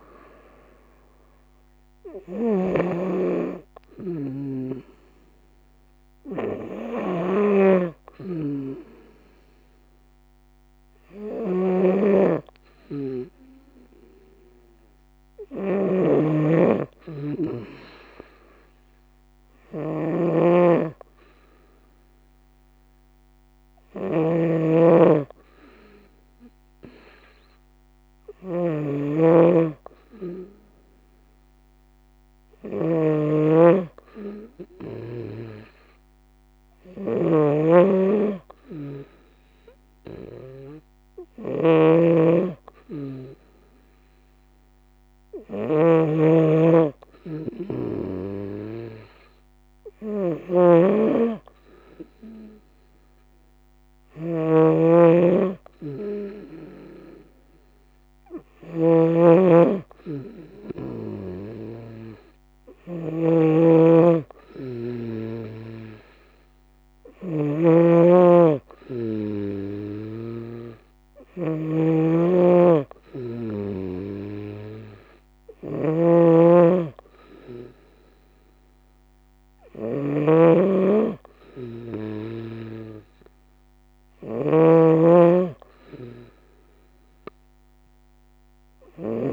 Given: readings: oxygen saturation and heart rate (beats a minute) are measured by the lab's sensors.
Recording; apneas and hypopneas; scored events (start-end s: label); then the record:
breathing in sleep by a microphone on the trachea; none
0.00-32.00 s: snoring (device-marked)
36.50-61.00 s: snoring (device-marked)
63.00-69.50 s: snoring (device-marked)
71.50-89.33 s: snoring (device-marked)
From the record:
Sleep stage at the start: N2 (light sleep); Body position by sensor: on the right side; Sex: female